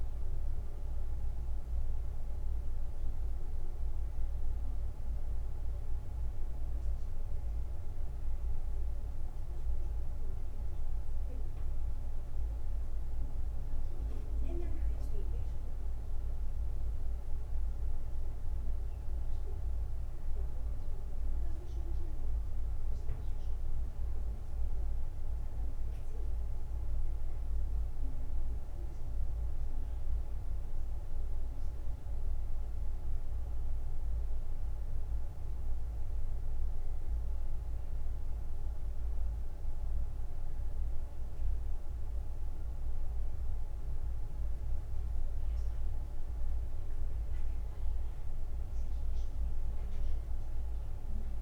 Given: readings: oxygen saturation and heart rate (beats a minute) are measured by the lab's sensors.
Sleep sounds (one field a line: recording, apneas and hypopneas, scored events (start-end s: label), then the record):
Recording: breathing in sleep, hard to hear, by a room microphone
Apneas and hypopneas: none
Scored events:
none scored
From the record:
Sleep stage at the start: N1 (lightest sleep)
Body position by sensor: on the back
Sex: male